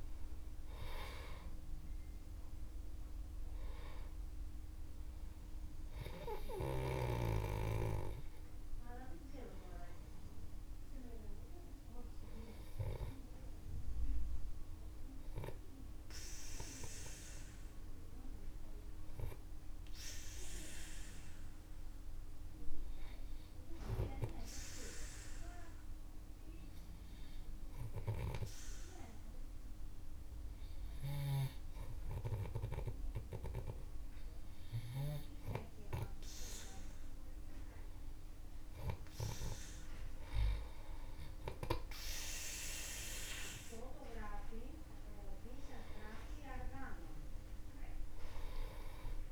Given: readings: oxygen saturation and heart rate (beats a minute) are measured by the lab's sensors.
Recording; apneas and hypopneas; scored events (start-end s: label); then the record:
breathing in sleep by a room microphone; 1
0.00-3.00 s: arousal
16.00-37.50 s: hypopnea (oxygen 97% before, 91% lowest, heart rate 56 before, 50 extreme, up 5 after)
25.00-33.00 s: oxygen desaturation (device-marked, oxygen 97% before, 94% lowest, heart rate 54 before, 50 extreme)
43.50-47.50 s: arousal
From the record:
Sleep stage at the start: N2 (light sleep); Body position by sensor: on the back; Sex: male